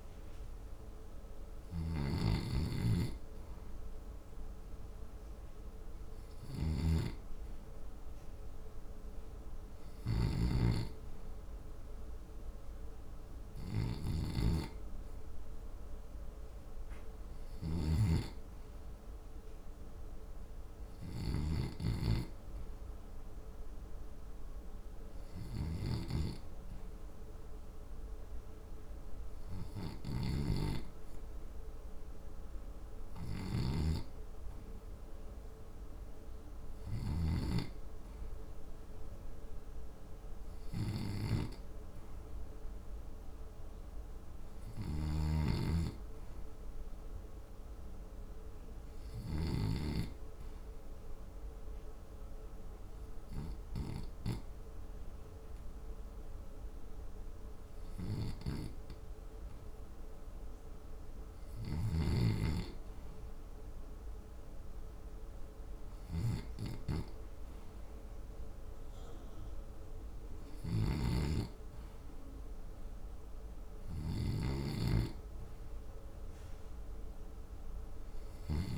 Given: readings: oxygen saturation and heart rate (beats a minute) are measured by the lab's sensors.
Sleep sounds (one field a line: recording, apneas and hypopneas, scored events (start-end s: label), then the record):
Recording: breathing in sleep by a room microphone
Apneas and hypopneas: 1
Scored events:
0.00-19.00 s: oxygen desaturation (device-marked, oxygen 80% lowest, heart rate 62 extreme)
17.50-22.00 s: snoring (device-marked)
43.50-47.00 s: arousal
44.50-49.50 s: snoring (device-marked)
51.00-62.50 s: mixed apnea (oxygen 86% before, 79% lowest, heart rate 68 before, 64 extreme, up 1 after)
64.50-68.00 s: arousal
From the record:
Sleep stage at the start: REM sleep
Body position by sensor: on the back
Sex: male